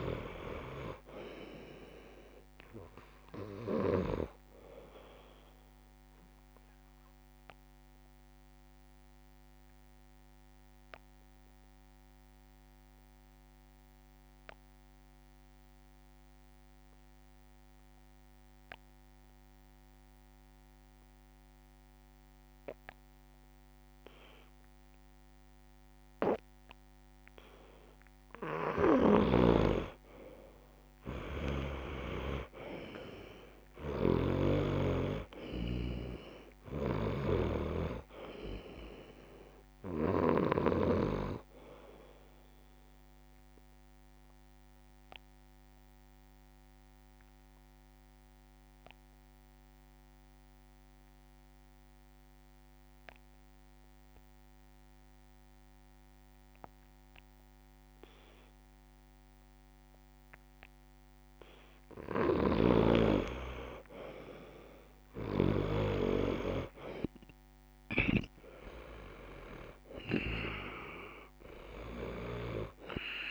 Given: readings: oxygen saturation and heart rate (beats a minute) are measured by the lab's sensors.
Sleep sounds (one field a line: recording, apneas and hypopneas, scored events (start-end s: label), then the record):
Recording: breathing in sleep by a microphone on the trachea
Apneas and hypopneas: 2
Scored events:
0.00-17.00 s: oxygen desaturation (device-marked, oxygen 87% lowest)
8.00-27.50 s: obstructive apnea (oxygen 99% before, 87% lowest)
28.50-32.00 s: arousal
29.00-40.50 s: snoring (device-marked)
31.00-53.00 s: oxygen desaturation (device-marked, oxygen 98% before, 87% lowest)
43.00-61.50 s: obstructive apnea (oxygen 98% before, 87% lowest)
64.50-67.50 s: arousal
68.00-73.31 s: oxygen desaturation (device-marked, oxygen 96% before, 87% lowest)
From the record:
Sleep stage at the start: N2 (light sleep)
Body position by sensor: on the back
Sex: male